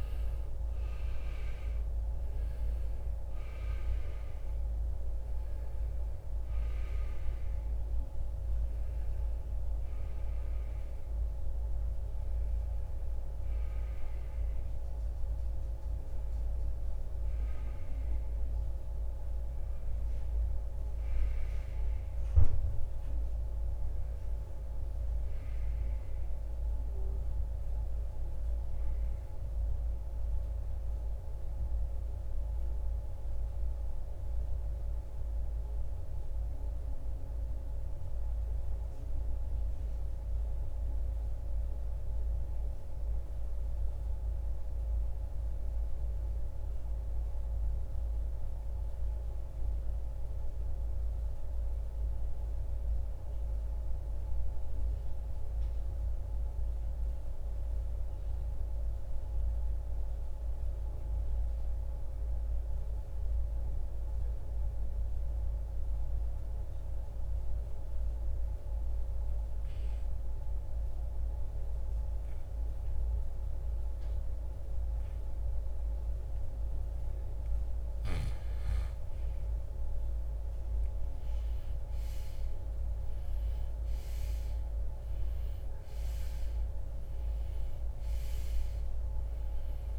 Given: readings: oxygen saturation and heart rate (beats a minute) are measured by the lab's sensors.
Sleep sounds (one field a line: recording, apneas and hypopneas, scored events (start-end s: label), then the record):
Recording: breathing in sleep, hard to hear, by a room microphone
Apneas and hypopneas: 1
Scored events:
20.00-43.00 s: oxygen desaturation (device-marked, oxygen 92% before, 81% lowest, heart rate 79 before, 55 extreme)
29.00-77.00 s: mixed apnea (oxygen 92% before, 81% lowest, heart rate 80 before, 53 extreme, up 15 after)
72.00-89.99 s: oxygen desaturation (device-marked, oxygen 98% before, 81% lowest, heart rate 59 before, 57 extreme)
75.00-89.99 s: new sleep stage, REM sleep
78.50-83.50 s: arousal
From the record:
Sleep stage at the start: N2 (light sleep)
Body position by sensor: on the right side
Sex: male